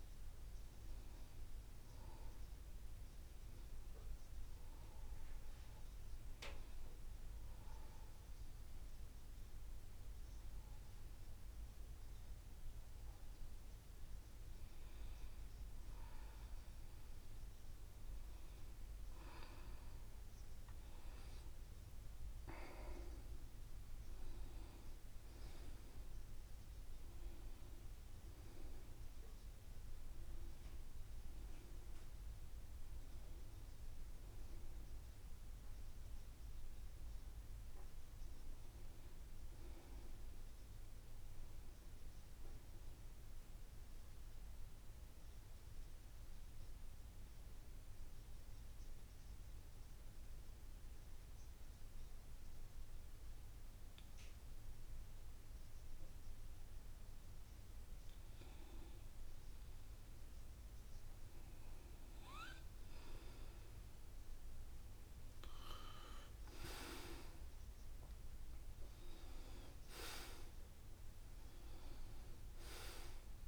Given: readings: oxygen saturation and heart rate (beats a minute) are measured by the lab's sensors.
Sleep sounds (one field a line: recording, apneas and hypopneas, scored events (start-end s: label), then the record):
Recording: breathing in sleep by a room microphone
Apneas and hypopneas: 2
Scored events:
4.50-18.50 s: hypopnea (oxygen 93% before, 88% lowest, heart rate 77 before, 75 extreme, up 4 after)
13.00-73.48 s: new sleep stage, N2 (light sleep)
21.50-25.50 s: arousal
43.50-59.50 s: obstructive apnea (oxygen 93% before, 88% lowest, heart rate 77 before, 73 extreme, up 4 after)
62.00-73.48 s: oxygen desaturation (device-marked, oxygen 93% before, 88% lowest, heart rate 75 before, 72 extreme)
64.00-67.50 s: arousal
From the record:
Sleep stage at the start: N1 (lightest sleep)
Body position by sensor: on the back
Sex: male